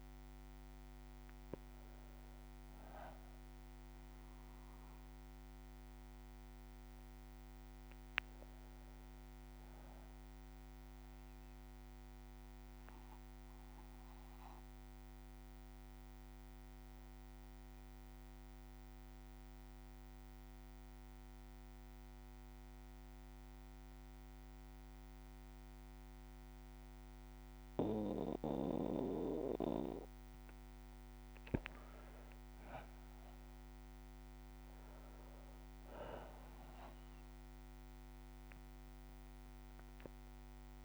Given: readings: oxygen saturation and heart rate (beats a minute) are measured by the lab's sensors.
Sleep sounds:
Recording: breathing in sleep by a microphone on the trachea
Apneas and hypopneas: 1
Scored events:
0.00-5.50 s: bradycardia (device-marked, heart rate 58 extreme)
0.00-8.50 s: oxygen desaturation (device-marked, oxygen 92% lowest, heart rate 57 extreme)
8.00-11.00 s: arousal
12.50-30.50 s: bradycardia (device-marked, heart rate 60 before, 57 extreme)
13.50-30.50 s: mixed apnea (oxygen 99% before, 96% lowest, heart rate 60 before, 57 extreme, up 4 after)
From the record:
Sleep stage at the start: N2 (light sleep)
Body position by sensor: on the back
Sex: male

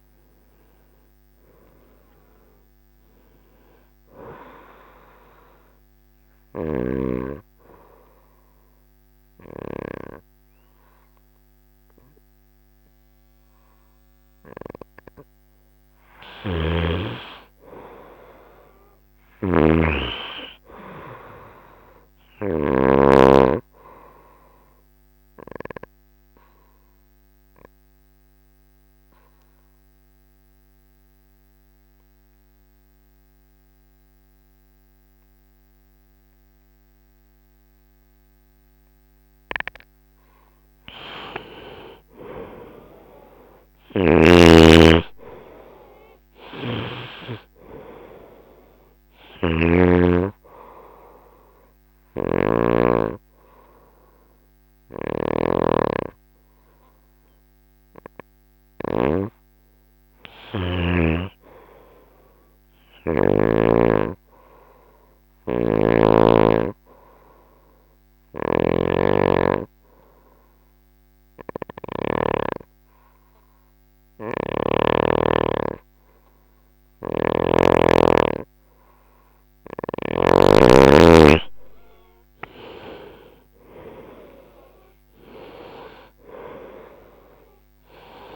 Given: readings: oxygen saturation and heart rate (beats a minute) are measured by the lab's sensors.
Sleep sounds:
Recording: breathing in sleep by a microphone on the trachea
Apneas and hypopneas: 3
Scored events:
5.00-15.50 s: obstructive apnea (oxygen 98% before, 92% lowest, heart rate 75 before, 65 extreme, up 7 after)
15.50-22.50 s: snoring (device-marked)
17.00-21.00 s: arousal
24.00-39.50 s: obstructive apnea (oxygen 98% before, 92% lowest, heart rate 68 before, 62 extreme, up 9 after)
41.50-45.50 s: arousal
43.00-46.50 s: snoring (device-marked)
44.00-58.00 s: oxygen desaturation (device-marked, oxygen 96% before, 92% lowest, heart rate 67 before, 62 extreme)
48.50-63.00 s: snoring (device-marked)
49.50-81.50 s: obstructive apnea (oxygen 96% before, 92% lowest, heart rate 68 before, 62 extreme, up 13 after)
65.00-74.50 s: snoring (device-marked)
76.50-80.00 s: snoring (device-marked)
80.00-88.36 s: oxygen desaturation (device-marked, oxygen 96% before, 92% lowest, heart rate 66 before, 59 extreme)
83.00-87.00 s: arousal
From the record:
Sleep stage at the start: N2 (light sleep)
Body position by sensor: on the right side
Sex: female

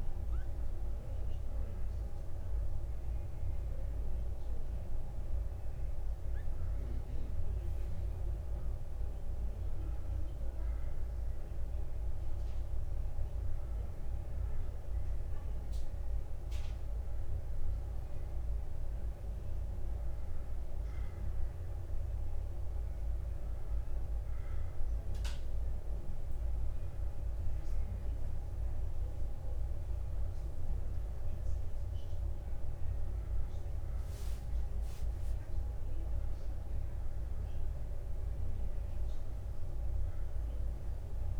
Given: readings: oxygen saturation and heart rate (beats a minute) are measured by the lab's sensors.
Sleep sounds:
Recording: a person awake in a sleep study, hard to hear, by a room microphone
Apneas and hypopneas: none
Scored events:
9.00-11.00 s: long interval between heartbeats (device-marked, heart rate 64 before, 68 extreme)
15.00-17.00 s: long interval between heartbeats (device-marked, heart rate 63 before, 58 extreme)
36.50-38.50 s: long interval between heartbeats (device-marked, heart rate 57 before, 70 extreme)
40.00-41.40 s: long interval between heartbeats (device-marked, heart rate 59 before, 70 extreme)
From the record:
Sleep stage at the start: awake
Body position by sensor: on the back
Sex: male

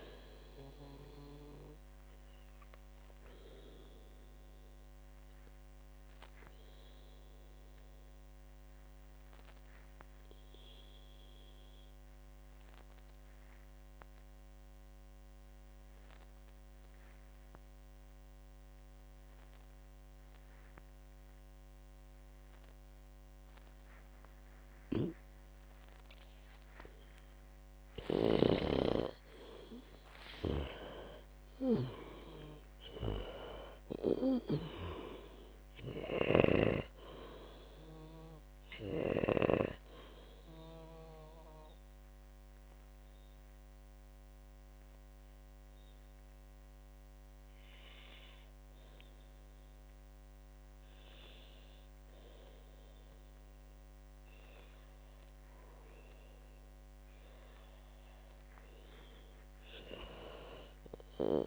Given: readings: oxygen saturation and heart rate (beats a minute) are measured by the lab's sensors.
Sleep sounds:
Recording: breathing in sleep by a microphone on the trachea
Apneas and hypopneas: 2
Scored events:
0.00-14.00 s: oxygen desaturation (device-marked, oxygen 89% lowest, heart rate 54 extreme)
1.50-27.00 s: obstructive apnea (oxygen 99% before, 89% lowest, heart rate 84 before, 54 extreme)
25.50-29.00 s: snoring (device-marked)
29.50-33.50 s: arousal
31.00-40.00 s: snoring (device-marked)
34.00-51.00 s: oxygen desaturation (device-marked, oxygen 98% before, 93% lowest, heart rate 70 before, 55 extreme)
38.50-57.00 s: obstructive apnea (oxygen 98% before, 90% lowest, heart rate 82 before, 55 extreme, up 13 after)
60.00-61.47 s: arousal
From the record:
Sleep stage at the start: N2 (light sleep)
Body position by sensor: on the back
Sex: female

